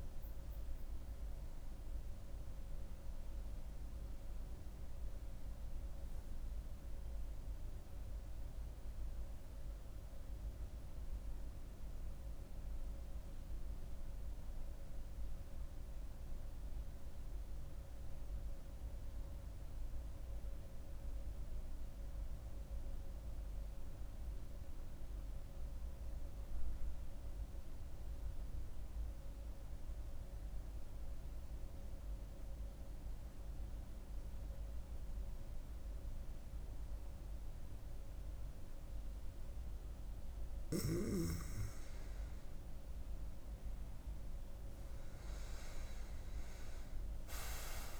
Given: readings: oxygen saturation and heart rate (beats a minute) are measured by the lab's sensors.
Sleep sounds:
breathing in sleep, hard to hear, by a room microphone; 1
10.50-39.50 s: mixed apnea (oxygen 97% before, 91% lowest, heart rate 76 before, 63 extreme, up 8 after)
35.50-48.00 s: oxygen desaturation (device-marked, oxygen 98% before, 91% lowest, heart rate 66 before, 65 extreme)
41.00-46.50 s: arousal
From the record:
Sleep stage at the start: N2 (light sleep); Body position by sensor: on the back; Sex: female

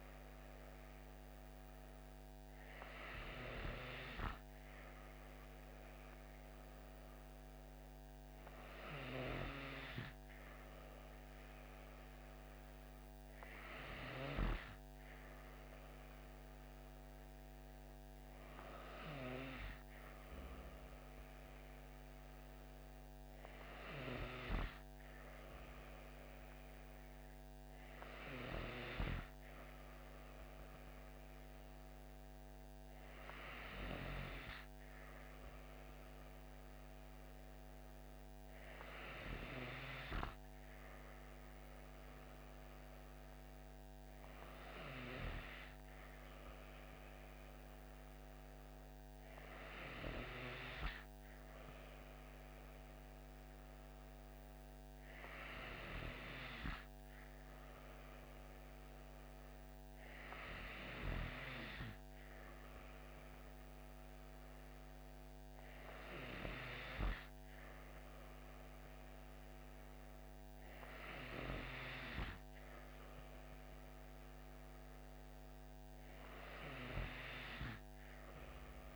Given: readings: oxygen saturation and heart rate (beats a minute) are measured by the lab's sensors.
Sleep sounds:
breathing in sleep by a microphone on the trachea; none
5.50-78.96 s: new sleep stage, N2 (light sleep)
From the record:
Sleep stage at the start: N3 (deep sleep); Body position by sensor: on the back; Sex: female

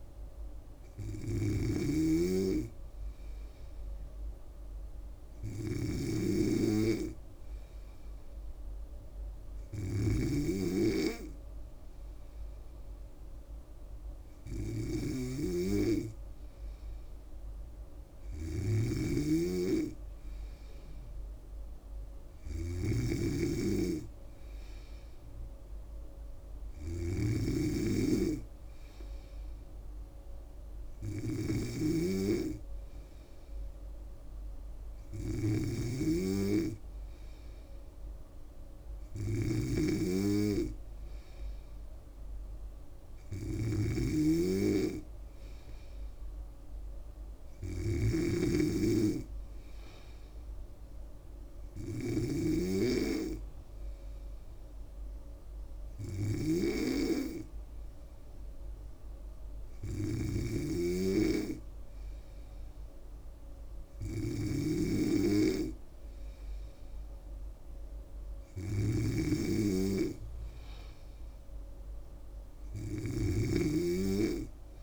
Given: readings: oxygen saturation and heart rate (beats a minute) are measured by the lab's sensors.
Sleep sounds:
breathing in sleep by a room microphone; none
0.00-74.83 s: snoring (device-marked)
From the record:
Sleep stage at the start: N3 (deep sleep); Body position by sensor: on the back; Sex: female

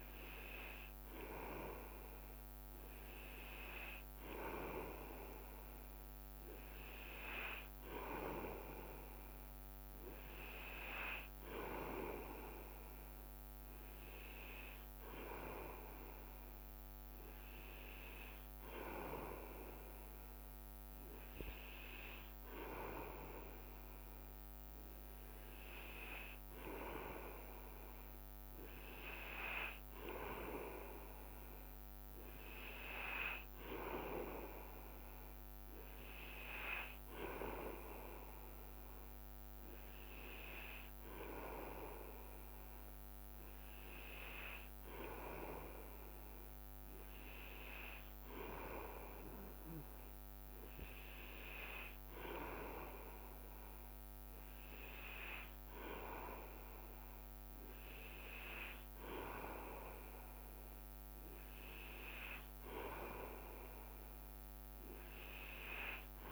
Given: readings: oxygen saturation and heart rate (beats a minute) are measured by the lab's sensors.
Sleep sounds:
breathing in sleep by a microphone on the trachea; none
15.00-21.50 s: leg movement (device-marked)
From the record:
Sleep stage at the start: N2 (light sleep); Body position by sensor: on the back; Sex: male

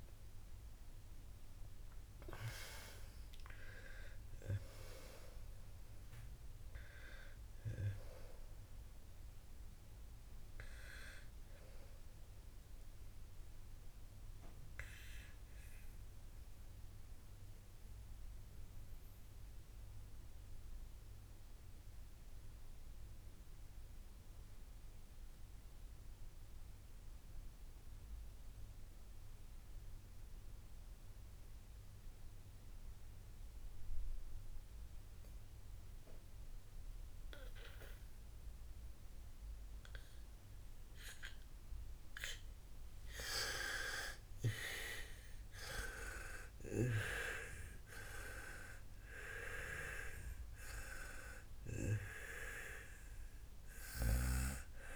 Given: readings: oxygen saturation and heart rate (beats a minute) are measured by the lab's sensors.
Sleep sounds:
breathing in sleep by a room microphone; 1
0.00-21.50 s: oxygen desaturation (device-marked, oxygen 87% lowest, heart rate 50 extreme)
14.50-42.50 s: obstructive apnea (oxygen 98% before, 87% lowest, heart rate 91 before, 49 extreme, up 45 after)
39.50-54.95 s: oxygen desaturation (device-marked, oxygen 99% before, 90% lowest, heart rate 53 before, 49 extreme)
44.50-49.50 s: arousal
From the record:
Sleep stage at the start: N2 (light sleep); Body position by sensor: on the back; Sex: female

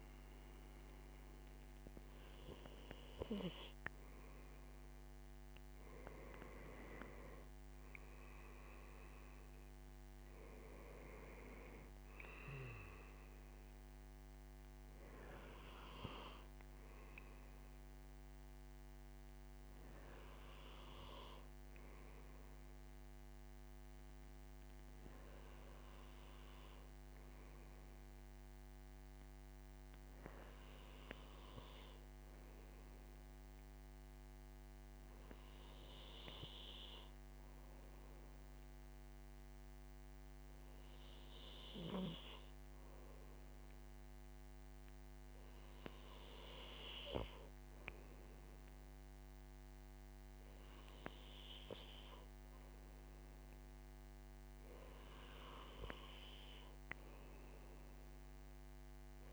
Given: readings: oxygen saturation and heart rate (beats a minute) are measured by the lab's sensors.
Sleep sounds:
breathing in sleep by a microphone on the trachea; none
none scored
From the record:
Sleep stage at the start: N2 (light sleep); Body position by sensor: on the right side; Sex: male

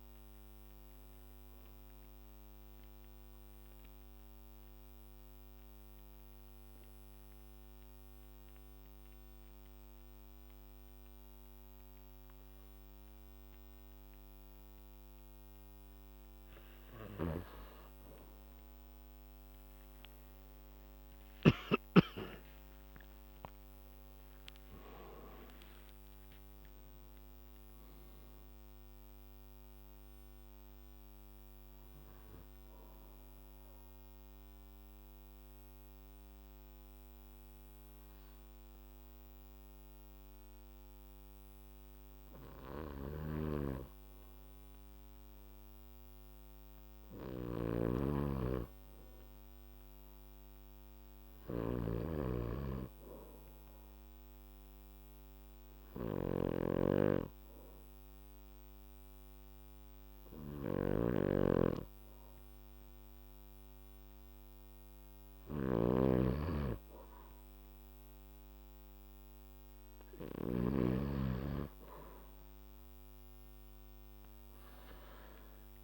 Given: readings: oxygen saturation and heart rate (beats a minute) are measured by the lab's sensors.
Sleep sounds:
breathing in sleep by a microphone on the trachea; 3
3.00-17.00 s: oxygen desaturation (device-marked, oxygen 98% before, 90% lowest, heart rate 63 before, 59 extreme)
3.00-17.50 s: obstructive apnea (oxygen 99% before, 90% lowest, heart rate 63 before, 59 extreme, up 9 after)
17.00-21.50 s: snoring (device-marked)
19.50-25.00 s: arousal
30.50-46.50 s: obstructive apnea (oxygen 99% before, 93% lowest, heart rate 64 before, 61 extreme, up 2 after)
43.00-71.00 s: snoring (device-marked)
48.50-51.50 s: arousal
54.00-66.00 s: obstructive apnea (oxygen 99% before, 93% lowest, heart rate 63 before, 60 extreme, up 0 after)
68.00-71.00 s: arousal
From the record:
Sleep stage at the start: N2 (light sleep); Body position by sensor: on the back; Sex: male

